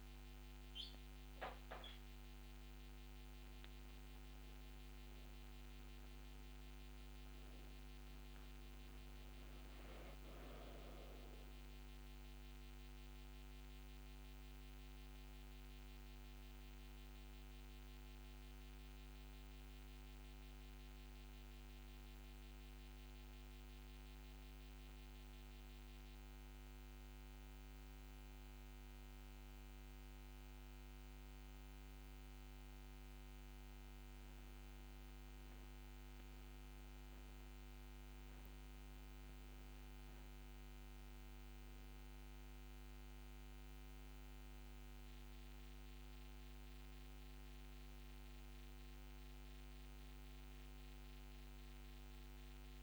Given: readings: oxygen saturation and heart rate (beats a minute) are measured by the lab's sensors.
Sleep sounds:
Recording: a person awake in a sleep study, hard to hear, by a microphone on the trachea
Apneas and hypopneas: none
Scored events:
43.00-52.83 s: new sleep stage, N1 (lightest sleep)
From the record:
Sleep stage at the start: awake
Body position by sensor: on the back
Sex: female

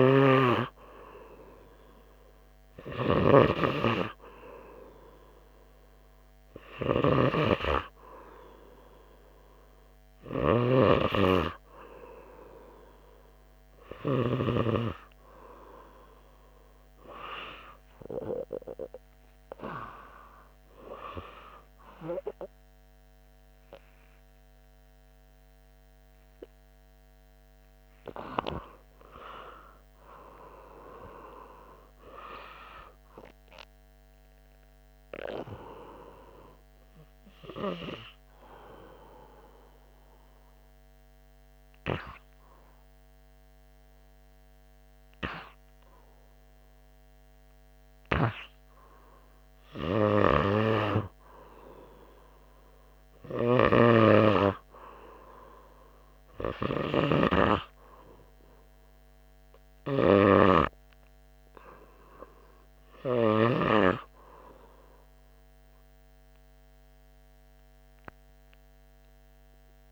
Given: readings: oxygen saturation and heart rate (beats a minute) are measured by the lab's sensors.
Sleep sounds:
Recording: breathing in sleep by a microphone on the trachea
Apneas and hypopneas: 1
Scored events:
0.00-15.00 s: snoring (device-marked)
13.00-17.50 s: arousal
16.50-58.50 s: oxygen desaturation (device-marked, oxygen 98% before, 94% lowest, heart rate 84 before, 80 extreme)
30.00-33.50 s: arousal
36.50-50.50 s: obstructive apnea (oxygen 98% before, 94% lowest, heart rate 87 before, 80 extreme, up 0 after)
53.50-57.00 s: arousal
From the record:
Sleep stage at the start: N2 (light sleep)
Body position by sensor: on the right side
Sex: male

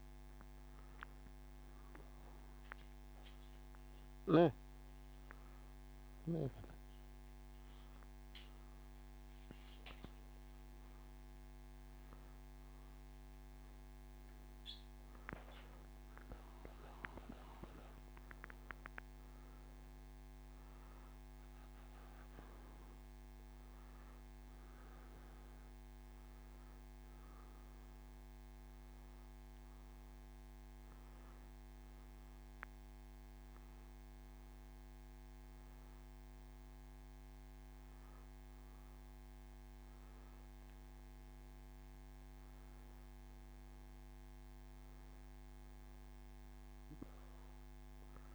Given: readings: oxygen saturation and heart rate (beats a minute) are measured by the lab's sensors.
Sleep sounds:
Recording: a person partly awake in a sleep study, hard to hear, by a microphone on the trachea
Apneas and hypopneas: none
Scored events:
23.50-48.35 s: new sleep stage, N1 (lightest sleep)
From the record:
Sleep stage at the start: awake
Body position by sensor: on the back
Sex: male

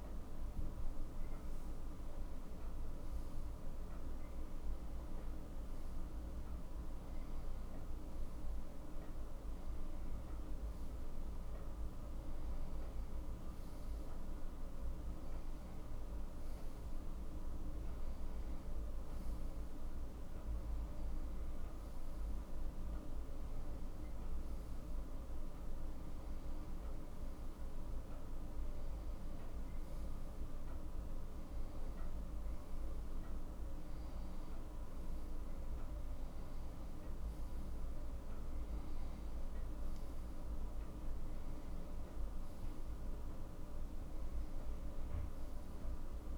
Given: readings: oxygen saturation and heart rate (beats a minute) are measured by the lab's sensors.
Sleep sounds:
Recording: breathing in sleep, hard to hear, by a room microphone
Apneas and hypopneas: none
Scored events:
none scored
From the record:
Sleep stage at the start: N2 (light sleep)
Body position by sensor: on the back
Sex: male

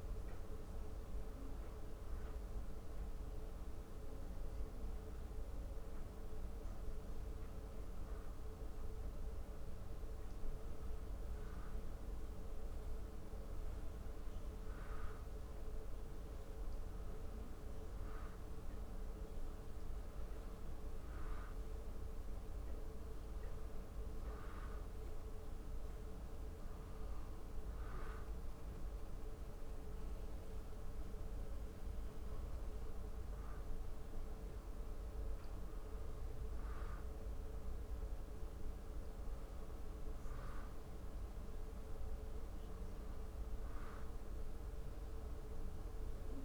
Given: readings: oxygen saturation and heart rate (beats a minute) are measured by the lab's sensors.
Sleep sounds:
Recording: breathing in sleep, hard to hear, by a room microphone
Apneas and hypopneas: none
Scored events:
19.50-46.45 s: new sleep stage, N2 (light sleep)
From the record:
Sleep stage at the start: N1 (lightest sleep)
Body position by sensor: on the back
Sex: male

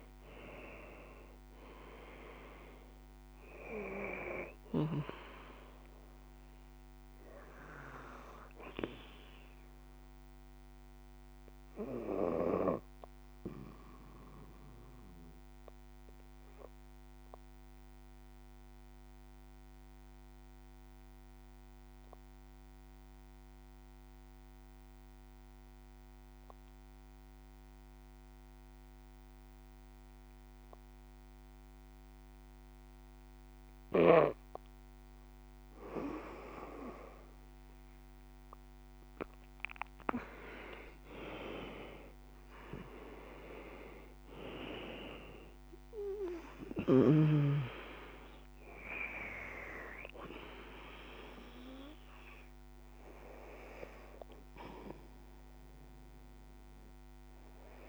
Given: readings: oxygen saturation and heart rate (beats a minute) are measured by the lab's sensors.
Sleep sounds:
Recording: breathing in sleep by a microphone on the trachea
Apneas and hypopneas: 1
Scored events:
1.00-28.00 s: oxygen desaturation (device-marked, oxygen 95% before, 84% lowest, heart rate 71 before, 53 extreme)
10.50-32.50 s: obstructive apnea (oxygen 95% before, 81% lowest, heart rate 71 before, 51 extreme, up 10 after)
35.50-41.00 s: arousal
40.00-57.89 s: oxygen desaturation (device-marked, oxygen 97% before, 81% lowest, heart rate 61 before, 50 extreme)
From the record:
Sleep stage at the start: N2 (light sleep)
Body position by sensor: on the back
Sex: female

